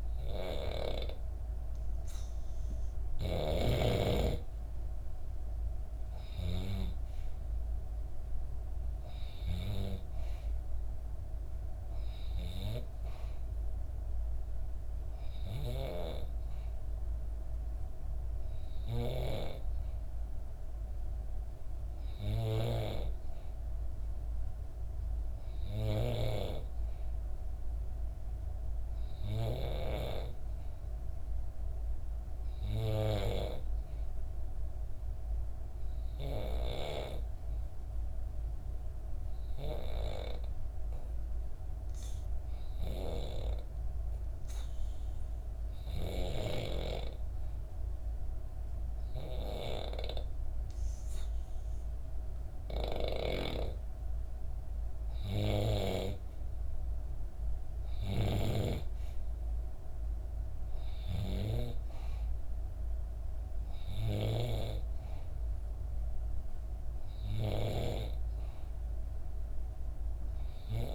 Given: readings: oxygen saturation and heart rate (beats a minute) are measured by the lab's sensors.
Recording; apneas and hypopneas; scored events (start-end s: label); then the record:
breathing in sleep by a room microphone; 1
13.50-70.95 s: new sleep stage, N2 (light sleep)
31.50-34.50 s: arousal
37.50-52.50 s: hypopnea (oxygen 95% before, 90% lowest, heart rate 63 before, 63 extreme, up 1 after)
52.50-58.00 s: snoring (device-marked)
52.50-70.95 s: oxygen desaturation (device-marked, oxygen 94% before, 90% lowest, heart rate 65 before, 63 extreme)
54.00-57.50 s: arousal
From the record:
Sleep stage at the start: N3 (deep sleep); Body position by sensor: on the back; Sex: female